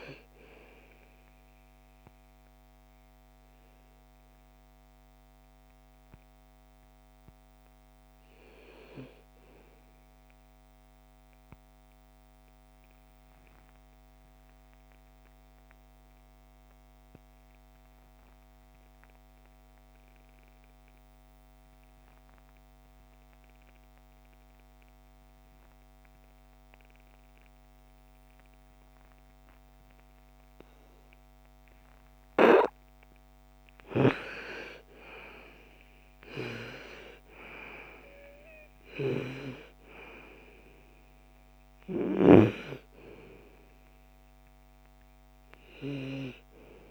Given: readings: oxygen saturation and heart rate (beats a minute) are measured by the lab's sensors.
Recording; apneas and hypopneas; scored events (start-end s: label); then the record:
breathing in sleep by a microphone on the trachea; 1
0.00-16.00 s: oxygen desaturation (device-marked, oxygen 77% lowest, heart rate 37 extreme)
10.00-32.00 s: obstructive apnea (oxygen 96% before, 84% lowest, heart rate 65 before, 37 extreme, up 32 after)
30.00-46.91 s: oxygen desaturation (device-marked, oxygen 99% before, 84% lowest, heart rate 51 before, 55 extreme)
33.00-37.00 s: arousal
From the record:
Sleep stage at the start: N2 (light sleep); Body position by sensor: on the right side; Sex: female